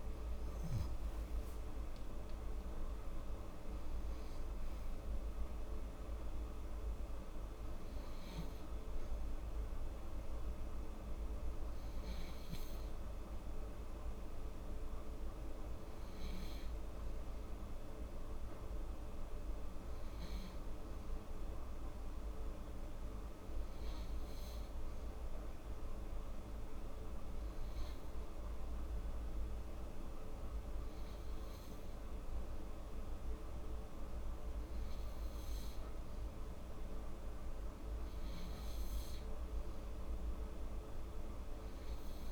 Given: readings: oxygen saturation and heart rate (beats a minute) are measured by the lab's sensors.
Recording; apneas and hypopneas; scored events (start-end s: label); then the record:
breathing in sleep, hard to hear, by a room microphone; none
none scored
From the record:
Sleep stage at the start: N3 (deep sleep); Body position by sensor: on the back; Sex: female